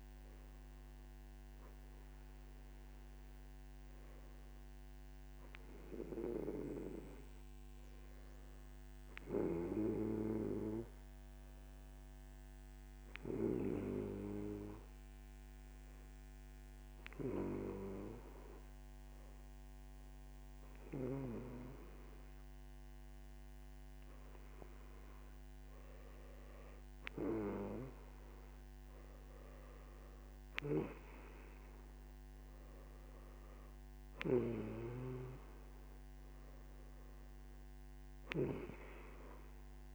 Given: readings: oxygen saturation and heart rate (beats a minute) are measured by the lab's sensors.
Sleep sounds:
breathing in sleep by a microphone on the trachea; 1
9.50-27.00 s: obstructive apnea (oxygen 96% before, 92% lowest, heart rate 66 before, 63 extreme, up 1 after)
27.00-39.95 s: new sleep stage, N1 (lightest sleep)
From the record:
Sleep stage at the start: N3 (deep sleep); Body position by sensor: on the right side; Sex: male

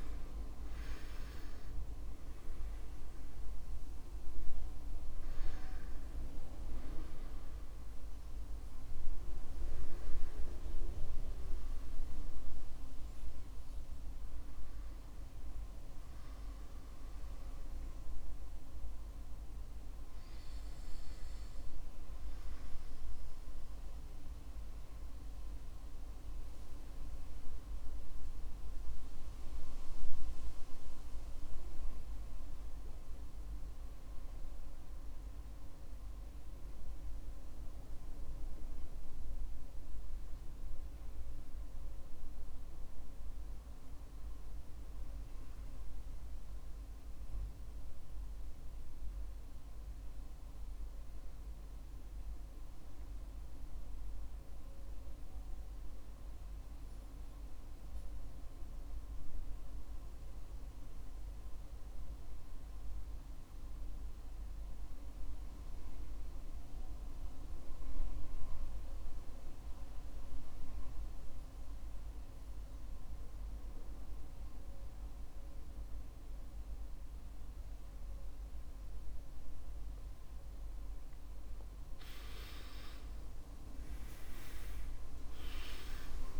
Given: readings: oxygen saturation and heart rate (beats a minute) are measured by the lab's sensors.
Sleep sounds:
breathing in sleep by a room microphone; 1
0.00-28.00 s: oxygen desaturation (device-marked, oxygen 76% lowest, heart rate 56 extreme)
26.00-81.50 s: obstructive apnea (oxygen 93% before, 78% lowest, heart rate 79 before, 56 extreme, up 18 after)
50.00-86.40 s: oxygen desaturation (device-marked, oxygen 97% before, 78% lowest, heart rate 59 before, 56 extreme)
83.00-86.40 s: arousal
From the record:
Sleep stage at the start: REM sleep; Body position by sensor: on the back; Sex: male

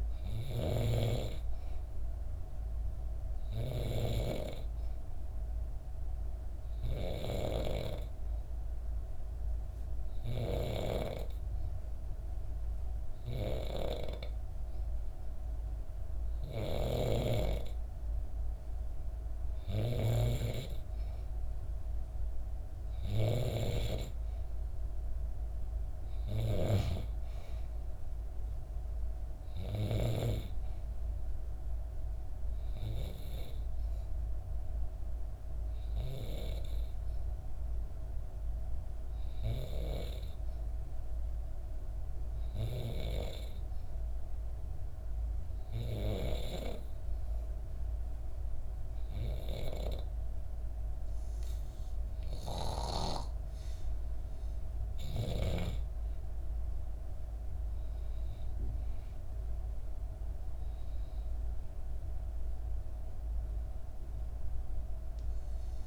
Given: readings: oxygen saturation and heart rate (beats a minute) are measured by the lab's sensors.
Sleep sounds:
breathing in sleep by a room microphone; 2
5.00-17.00 s: hypopnea (oxygen 93% before, 92% lowest, heart rate 66 before, 67 extreme, up 1 after)
10.00-19.50 s: snoring (device-marked)
21.00-25.00 s: arousal
44.00-54.00 s: hypopnea (oxygen 95% before, 93% lowest, heart rate 68 before, 67 extreme, up 5 after)
57.00-65.87 s: new sleep stage, N2 (light sleep)
57.50-62.00 s: arousal
From the record:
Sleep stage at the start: N3 (deep sleep); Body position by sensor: on the back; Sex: female

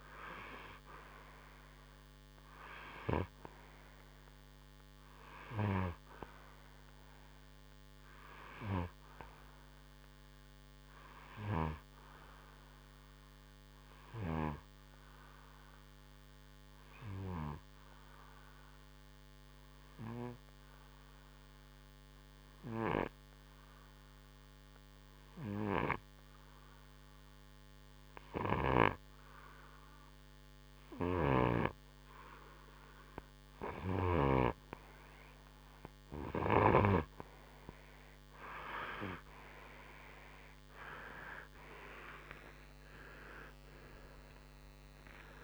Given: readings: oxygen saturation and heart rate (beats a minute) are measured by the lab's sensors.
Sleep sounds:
breathing in sleep by a microphone on the trachea; 1
0.00-4.00 s: oxygen desaturation (device-marked, oxygen 92% lowest, heart rate 59 extreme)
15.50-32.00 s: obstructive apnea (oxygen 96% before, 91% lowest, heart rate 64 before, 59 extreme, up 6 after)
38.00-43.50 s: arousal
40.00-45.44 s: oxygen desaturation (device-marked, oxygen 96% before, 91% lowest, heart rate 62 before, 58 extreme)
From the record:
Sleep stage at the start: N2 (light sleep); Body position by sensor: on the right side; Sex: male

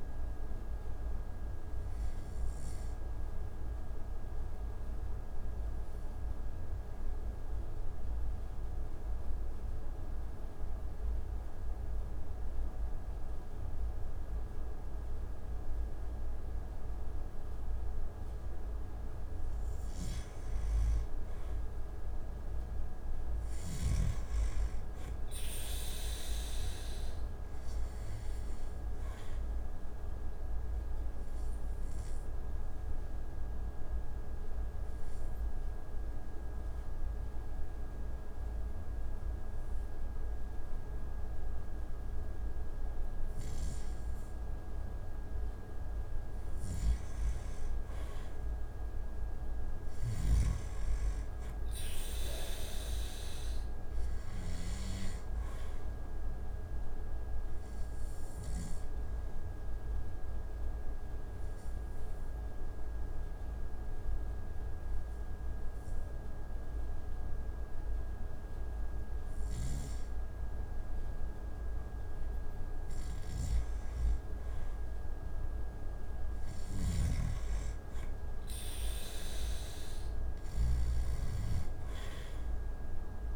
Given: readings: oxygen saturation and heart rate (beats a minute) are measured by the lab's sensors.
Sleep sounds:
breathing in sleep, hard to hear, by a room microphone; 3
1.50-17.50 s: obstructive apnea (oxygen 97% before, 89% lowest)
2.00-26.00 s: oxygen desaturation (device-marked, oxygen 97% before, 89% lowest)
20.00-23.50 s: arousal
30.50-46.50 s: obstructive apnea (oxygen 97% before, 90% lowest)
36.00-49.00 s: oxygen desaturation (device-marked, oxygen 97% before, 91% lowest)
49.00-51.50 s: arousal
56.50-72.50 s: obstructive apnea (oxygen 97% before, 88% lowest)
63.00-75.00 s: oxygen desaturation (device-marked, oxygen 96% before, 91% lowest)
76.50-79.00 s: arousal
From the record:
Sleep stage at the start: N2 (light sleep); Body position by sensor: on the back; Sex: male

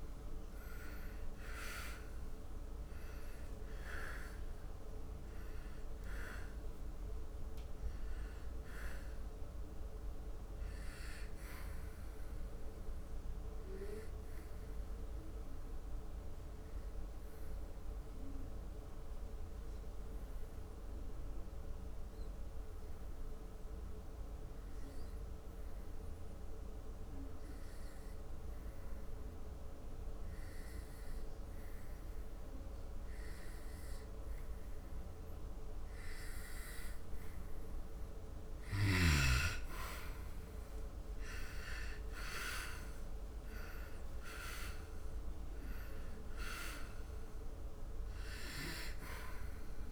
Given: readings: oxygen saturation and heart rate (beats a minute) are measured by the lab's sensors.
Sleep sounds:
breathing in sleep by a room microphone; 1
0.00-2.00 s: arousal
10.00-23.00 s: oxygen desaturation (device-marked, oxygen 97% before, 89% lowest, heart rate 75 before, 70 extreme)
12.00-37.00 s: obstructive apnea (oxygen 99% before, 86% lowest, heart rate 76 before, 70 extreme, up 8 after)
34.00-49.92 s: oxygen desaturation (device-marked, oxygen 98% before, 86% lowest, heart rate 73 before, 70 extreme)
39.50-43.50 s: arousal
From the record:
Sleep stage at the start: N2 (light sleep); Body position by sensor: on the back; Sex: male

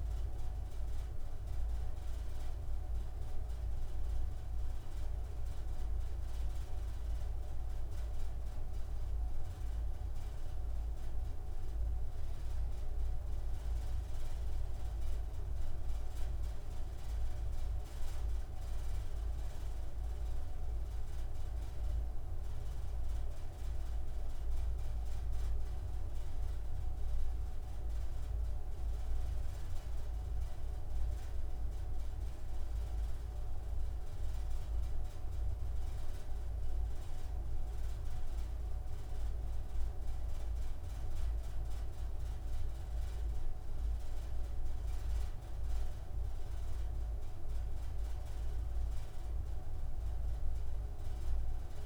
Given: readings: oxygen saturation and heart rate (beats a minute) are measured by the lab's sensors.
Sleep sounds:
breathing in sleep, hard to hear, by a room microphone; none
none scored
From the record:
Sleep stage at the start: N2 (light sleep); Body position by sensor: on the right side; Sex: male

